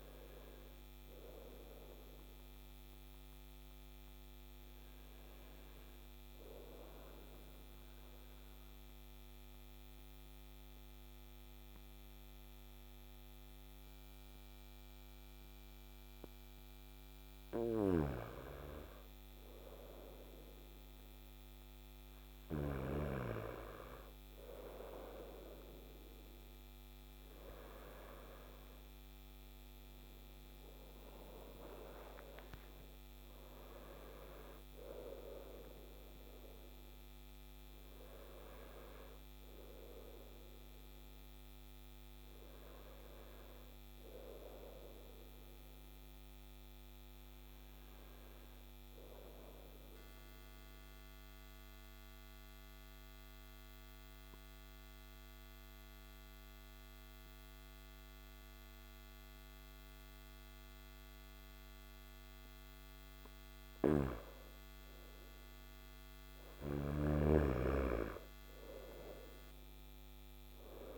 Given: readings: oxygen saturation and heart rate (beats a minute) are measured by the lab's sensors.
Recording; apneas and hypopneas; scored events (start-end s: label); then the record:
breathing in sleep by a microphone on the trachea; 2
3.00-17.00 s: obstructive apnea (oxygen 99% before, 94% lowest, heart rate 64 before, 55 extreme, up 3 after)
19.50-23.00 s: arousal
23.50-33.50 s: oxygen desaturation (device-marked, oxygen 99% before, 96% lowest, heart rate 57 before, 58 extreme)
46.50-62.50 s: obstructive apnea (oxygen 99% before, 94% lowest, heart rate 64 before, 57 extreme, up 3 after)
63.00-66.50 s: snoring (device-marked)
64.50-69.50 s: arousal
68.50-70.97 s: oxygen desaturation (device-marked, oxygen 99% before, 94% lowest, heart rate 59 before, 58 extreme)
From the record:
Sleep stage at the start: N2 (light sleep); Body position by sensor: on the right side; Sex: male